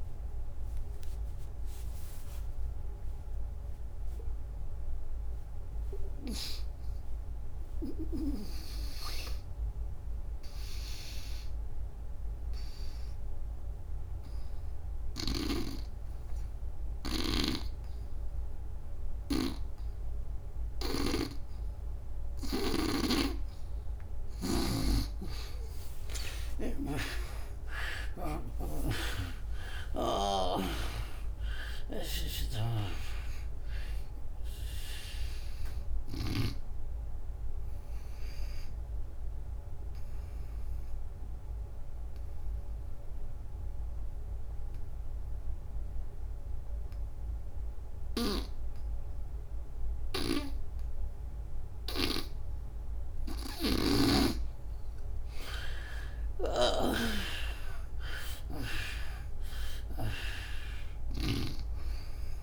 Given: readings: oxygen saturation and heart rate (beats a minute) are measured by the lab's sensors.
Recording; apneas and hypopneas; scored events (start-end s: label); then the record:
breathing in sleep by a room microphone; 2
0.00-19.00 s: oxygen desaturation (device-marked, oxygen 73% lowest, heart rate 76 extreme)
12.00-23.00 s: obstructive apnea (oxygen 98% before, 74% lowest, heart rate 108 before, 69 extreme)
24.00-32.00 s: snoring (device-marked)
26.50-31.00 s: arousal
31.00-44.00 s: oxygen desaturation (device-marked, oxygen 96% before, 81% lowest, heart rate 112 before, 64 extreme)
36.00-53.00 s: obstructive apnea (oxygen 97% before, 77% lowest, heart rate 120 before, 64 extreme, up 23 after)
51.00-62.43 s: oxygen desaturation (device-marked, oxygen 97% before, 79% lowest, heart rate 99 before, 64 extreme)
53.50-57.00 s: snoring (device-marked)
55.00-59.50 s: arousal
From the record:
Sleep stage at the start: N2 (light sleep); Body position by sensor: on the back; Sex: female